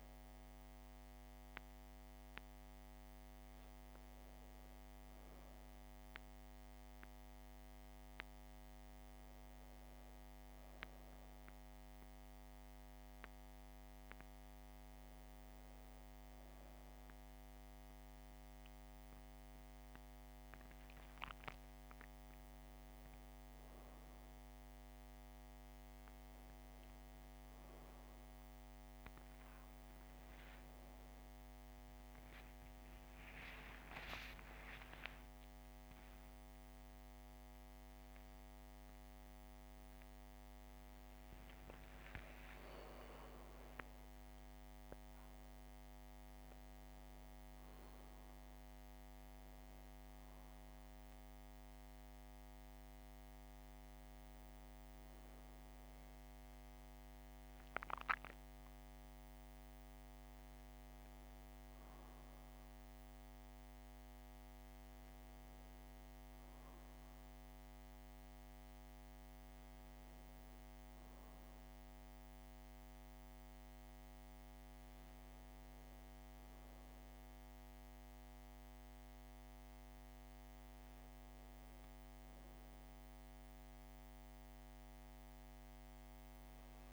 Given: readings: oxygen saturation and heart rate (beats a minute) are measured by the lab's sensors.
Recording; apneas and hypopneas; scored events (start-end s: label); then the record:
a person awake in a sleep study, hard to hear, by a microphone on the trachea; none
52.50-82.50 s: new sleep stage, N1 (lightest sleep)
82.50-86.93 s: new sleep stage, N2 (light sleep)
From the record:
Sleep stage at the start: awake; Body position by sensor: on the back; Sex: female